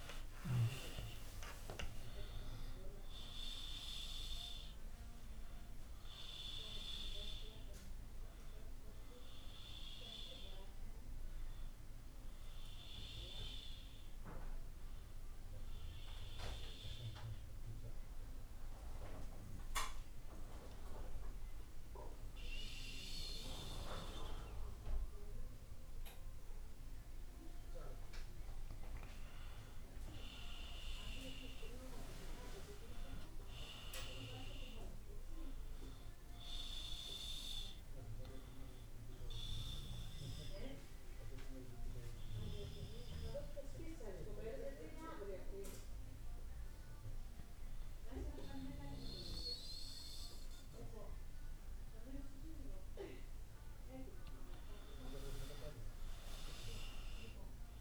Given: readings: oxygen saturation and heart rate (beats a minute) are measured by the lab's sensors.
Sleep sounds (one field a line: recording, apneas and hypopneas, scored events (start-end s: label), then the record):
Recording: breathing in sleep by a room microphone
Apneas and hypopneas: 2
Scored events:
0.00-2.00 s: arousal
16.00-27.00 s: hypopnea (oxygen 94% before, 89% lowest)
30.50-35.50 s: arousal
37.50-57.81 s: oxygen desaturation (device-marked, oxygen 95% before, 90% lowest)
42.00-53.00 s: hypopnea (oxygen 95% before, 89% lowest)
44.50-57.81 s: new sleep stage, N1 (lightest sleep)
54.50-57.81 s: arousal
From the record:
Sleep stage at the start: N2 (light sleep)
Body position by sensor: on the back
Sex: female